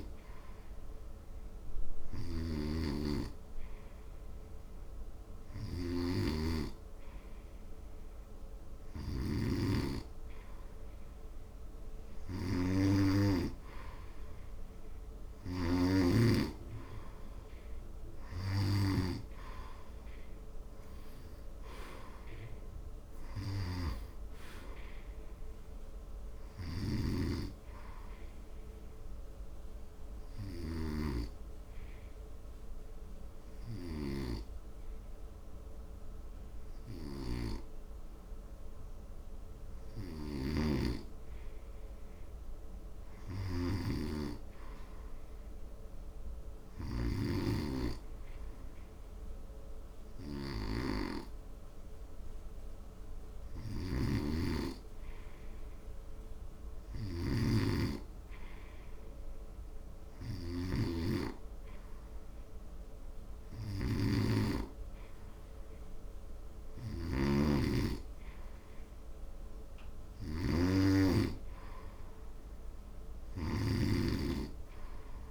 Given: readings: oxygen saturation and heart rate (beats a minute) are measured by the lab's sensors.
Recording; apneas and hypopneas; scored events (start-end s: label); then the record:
breathing in sleep by a room microphone; 1
21.00-25.00 s: arousal
29.00-41.50 s: hypopnea (oxygen 93% before, 91% lowest, heart rate 80 before, 70 extreme, up 0 after)
43.50-47.50 s: arousal
54.00-61.00 s: oxygen desaturation (device-marked, oxygen 95% before, 91% lowest, heart rate 74 before, 71 extreme)
From the record:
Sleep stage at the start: N2 (light sleep); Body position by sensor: on the front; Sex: male